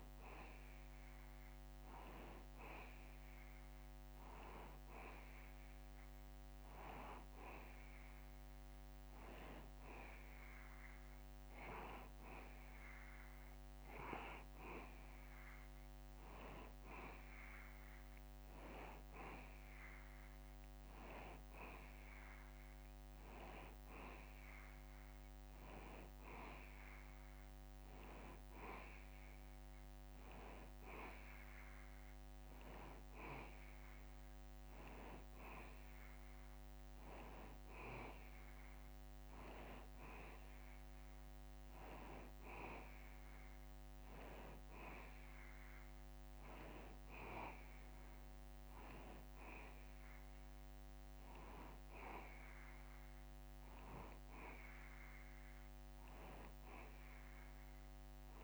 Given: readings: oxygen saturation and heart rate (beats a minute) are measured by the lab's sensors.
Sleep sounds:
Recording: breathing in sleep by a microphone on the trachea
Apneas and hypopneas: none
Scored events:
none scored
From the record:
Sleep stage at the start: N2 (light sleep)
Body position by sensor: on the back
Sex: male

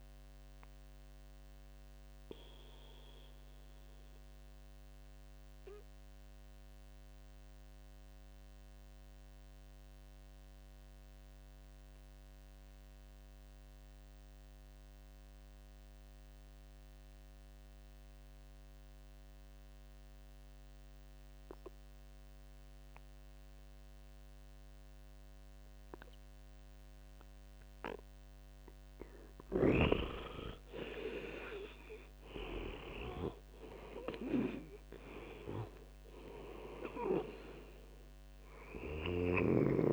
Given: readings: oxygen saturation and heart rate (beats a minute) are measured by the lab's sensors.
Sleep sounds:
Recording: breathing in sleep by a microphone on the trachea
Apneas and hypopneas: 1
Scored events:
0.00-14.50 s: oxygen desaturation (device-marked, oxygen 90% lowest, heart rate 72 extreme)
2.00-29.00 s: obstructive apnea (oxygen 99% before, 85% lowest, heart rate 79 before, 72 extreme, up 11 after)
28.50-39.93 s: oxygen desaturation (device-marked, oxygen 98% before, 85% lowest, heart rate 76 before, 73 extreme)
31.50-35.00 s: arousal
From the record:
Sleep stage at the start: N2 (light sleep)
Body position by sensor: on the right side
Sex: male

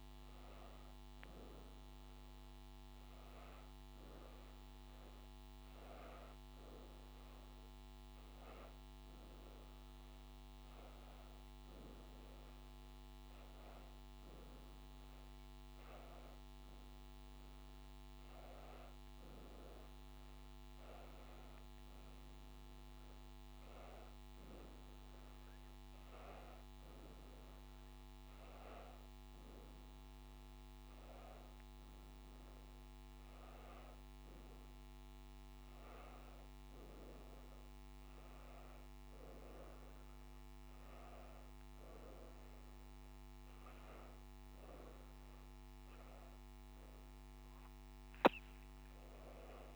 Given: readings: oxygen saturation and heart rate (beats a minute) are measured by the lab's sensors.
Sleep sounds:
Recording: breathing in sleep, hard to hear, by a microphone on the trachea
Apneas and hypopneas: none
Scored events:
0.00-4.00 s: oxygen desaturation (device-marked, oxygen 92% lowest, heart rate 82 extreme)
From the record:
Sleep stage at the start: N1 (lightest sleep)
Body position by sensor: on the back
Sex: female

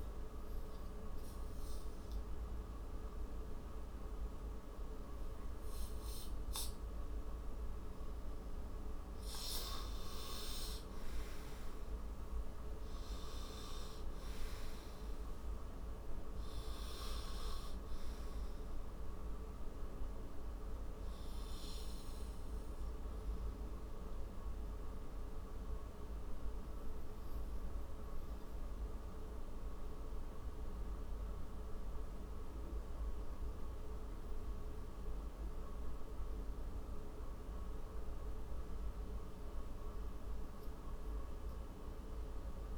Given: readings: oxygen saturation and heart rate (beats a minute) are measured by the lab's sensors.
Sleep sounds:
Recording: breathing in sleep, hard to hear, by a room microphone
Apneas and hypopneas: none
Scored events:
8.00-11.50 s: arousal
11.50-33.50 s: oxygen desaturation (device-marked, oxygen 98% before, 89% lowest)
From the record:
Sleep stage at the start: N2 (light sleep)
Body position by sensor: on the right side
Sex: male

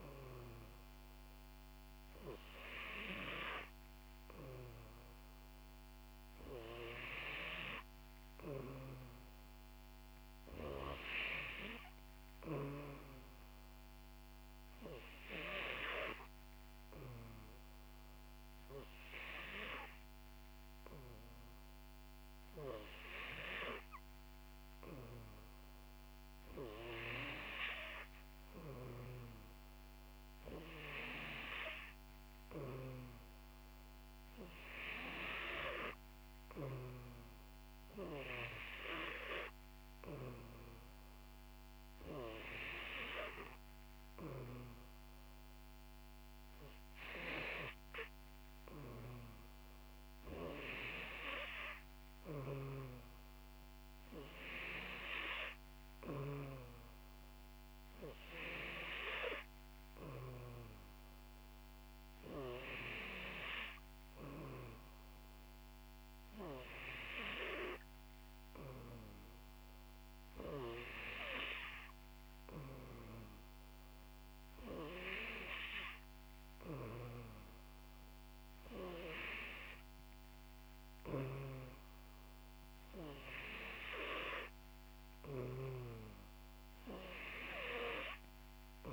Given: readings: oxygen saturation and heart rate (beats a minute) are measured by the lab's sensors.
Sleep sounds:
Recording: breathing in sleep by a microphone on the trachea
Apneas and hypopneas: none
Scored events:
none scored
From the record:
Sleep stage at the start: N3 (deep sleep)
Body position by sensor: on the back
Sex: female

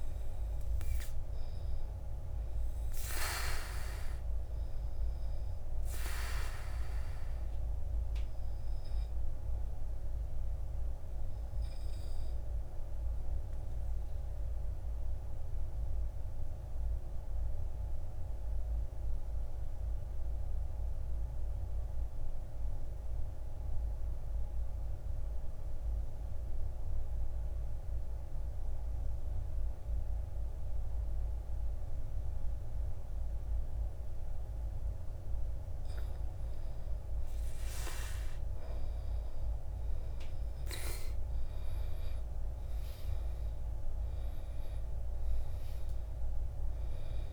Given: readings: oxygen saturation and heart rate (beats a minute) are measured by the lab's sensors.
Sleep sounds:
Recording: breathing in sleep, hard to hear, by a room microphone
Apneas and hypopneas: 1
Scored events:
0.00-20.00 s: oxygen desaturation (device-marked, oxygen 74% lowest, heart rate 55 extreme)
15.00-35.50 s: obstructive apnea (oxygen 93% before, 76% lowest, heart rate 65 before, 54 extreme, up 14 after)
38.50-44.00 s: arousal
41.00-47.33 s: oxygen desaturation (device-marked, oxygen 98% before, 83% lowest, heart rate 59 before, 51 extreme)
From the record:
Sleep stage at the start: N2 (light sleep)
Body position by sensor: on the back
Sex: male

